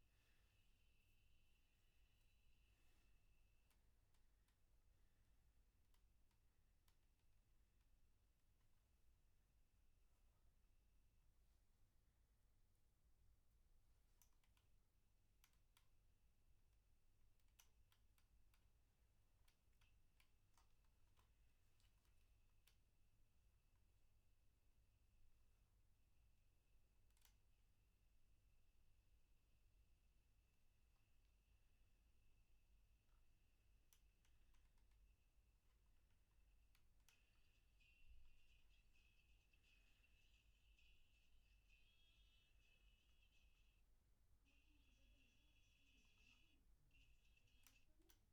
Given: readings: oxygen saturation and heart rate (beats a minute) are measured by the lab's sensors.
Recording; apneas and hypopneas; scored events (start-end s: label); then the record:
breathing in sleep, hard to hear, by a room microphone; none
none scored
From the record:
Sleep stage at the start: N1 (lightest sleep); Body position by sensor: on the back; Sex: male